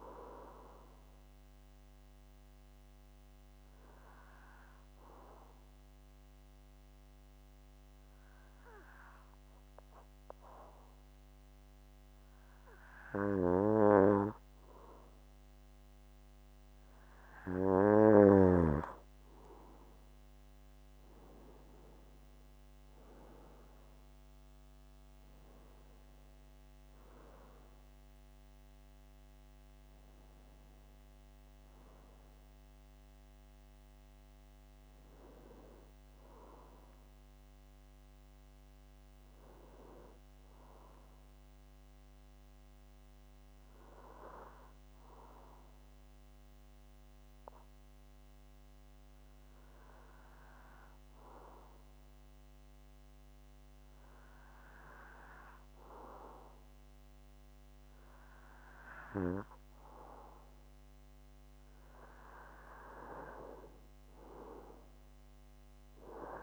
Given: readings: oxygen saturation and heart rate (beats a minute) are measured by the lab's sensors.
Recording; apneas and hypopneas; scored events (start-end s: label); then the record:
breathing in sleep by a microphone on the trachea; 2
4.00-15.00 s: obstructive apnea (oxygen 96% before, 92% lowest)
17.00-20.00 s: arousal
24.00-42.00 s: oxygen desaturation (device-marked, oxygen 96% before, 92% lowest)
40.50-61.00 s: hypopnea (oxygen 96% before, 93% lowest)
63.00-66.43 s: arousal
From the record:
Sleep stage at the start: N2 (light sleep); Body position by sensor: on the back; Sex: male